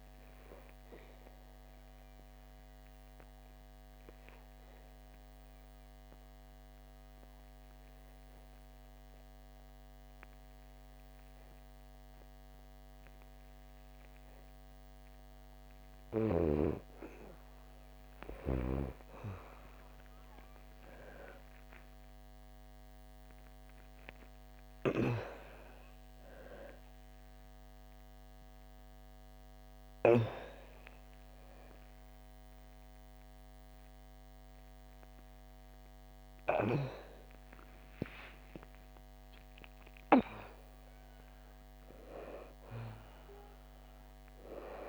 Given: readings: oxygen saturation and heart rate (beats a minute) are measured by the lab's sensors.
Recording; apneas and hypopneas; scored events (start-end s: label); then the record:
breathing in sleep by a microphone on the trachea; 1
0.00-19.00 s: oxygen desaturation (device-marked, oxygen 78% lowest, heart rate 37 extreme)
0.50-14.00 s: obstructive apnea (oxygen 98% before, 78% lowest, heart rate 64 before, 60 extreme, up 10 after)
20.50-25.50 s: arousal
30.00-41.00 s: oxygen desaturation (device-marked, oxygen 99% before, 91% lowest, heart rate 67 before, 66 extreme)
From the record:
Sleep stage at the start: N2 (light sleep); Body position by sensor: on the back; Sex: female